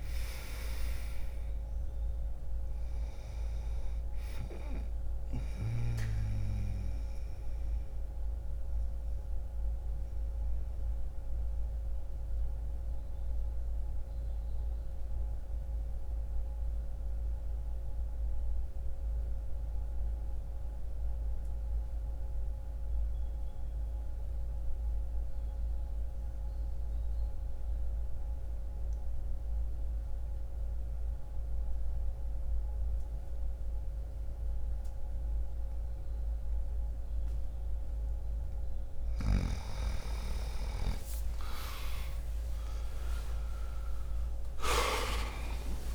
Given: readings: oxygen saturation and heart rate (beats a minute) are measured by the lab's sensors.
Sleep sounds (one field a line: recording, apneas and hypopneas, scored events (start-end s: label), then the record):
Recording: breathing in sleep by a room microphone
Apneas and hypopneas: 1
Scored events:
0.00-24.00 s: oxygen desaturation (device-marked, oxygen 85% lowest, heart rate 59 extreme)
6.50-38.50 s: obstructive apnea (oxygen 94% before, 85% lowest, heart rate 60 before, 59 extreme, up 57 after)
43.00-45.95 s: new sleep stage, awake
44.00-45.95 s: oxygen desaturation (device-marked, oxygen 96% before, 90% lowest, heart rate 61 before, 82 extreme)
From the record:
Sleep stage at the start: N2 (light sleep)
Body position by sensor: on the right side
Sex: male